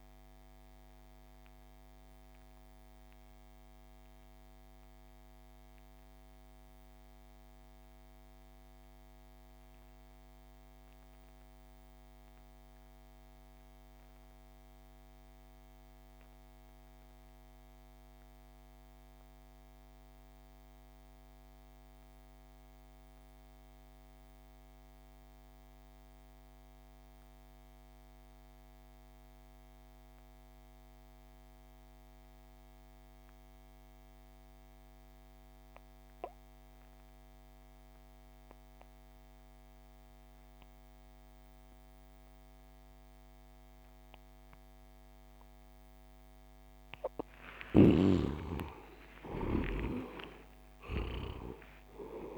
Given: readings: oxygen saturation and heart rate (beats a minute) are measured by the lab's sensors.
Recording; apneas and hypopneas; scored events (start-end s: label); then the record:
breathing in sleep by a microphone on the trachea; 1
0.00-15.00 s: oxygen desaturation (device-marked, oxygen 68% lowest)
0.50-46.00 s: mixed apnea (oxygen 95% before, 66% lowest)
33.00-52.38 s: oxygen desaturation (device-marked, oxygen 97% before, 66% lowest)
47.00-51.00 s: arousal
47.00-51.00 s: snoring (device-marked)
From the record:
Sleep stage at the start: REM sleep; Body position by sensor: on the back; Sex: male